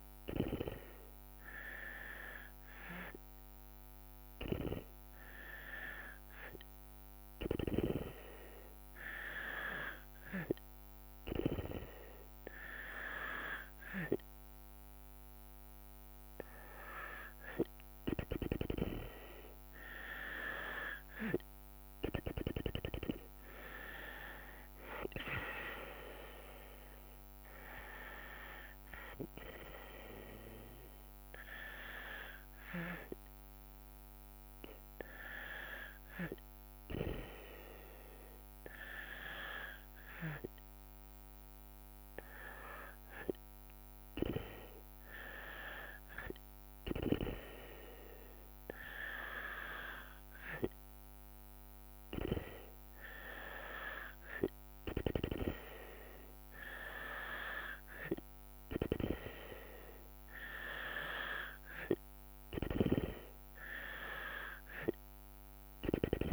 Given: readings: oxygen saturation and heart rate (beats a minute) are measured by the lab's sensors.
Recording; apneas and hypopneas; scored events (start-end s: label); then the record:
breathing in sleep by a microphone on the trachea; none
21.00-34.00 s: drop in pulse transit time (device-marked, heart rate 57 before, 58 extreme)
58.50-66.33 s: snoring (device-marked)
From the record:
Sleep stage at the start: N2 (light sleep); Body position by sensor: on the back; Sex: female